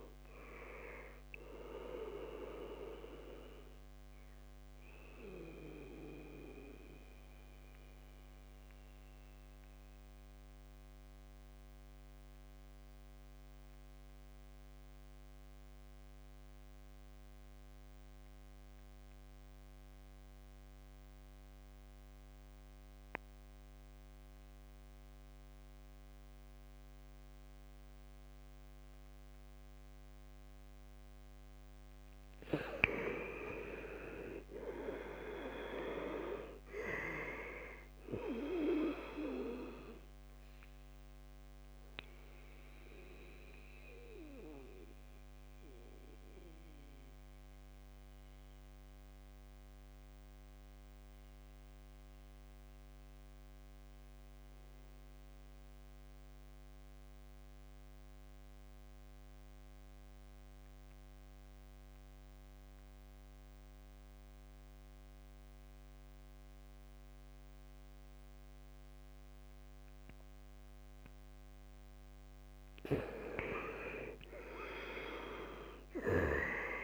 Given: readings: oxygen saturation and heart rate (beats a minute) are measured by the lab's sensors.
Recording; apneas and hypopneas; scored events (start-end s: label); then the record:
breathing in sleep by a microphone on the trachea; 2
0.00-23.50 s: oxygen desaturation (device-marked, oxygen 80% lowest, heart rate 63 extreme)
2.50-30.50 s: mixed apnea (oxygen 99% before, 78% lowest, heart rate 71 before, 63 extreme, up 7 after)
33.00-36.50 s: arousal
33.50-63.50 s: oxygen desaturation (device-marked, oxygen 98% before, 78% lowest, heart rate 69 before, 64 extreme)
40.50-71.50 s: mixed apnea (oxygen 98% before, 78% lowest, heart rate 69 before, 64 extreme, up 5 after)
70.50-76.84 s: oxygen desaturation (device-marked, oxygen 98% before, 79% lowest, heart rate 69 before, 66 extreme)
73.50-76.84 s: arousal
From the record:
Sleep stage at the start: N2 (light sleep); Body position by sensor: on the back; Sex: male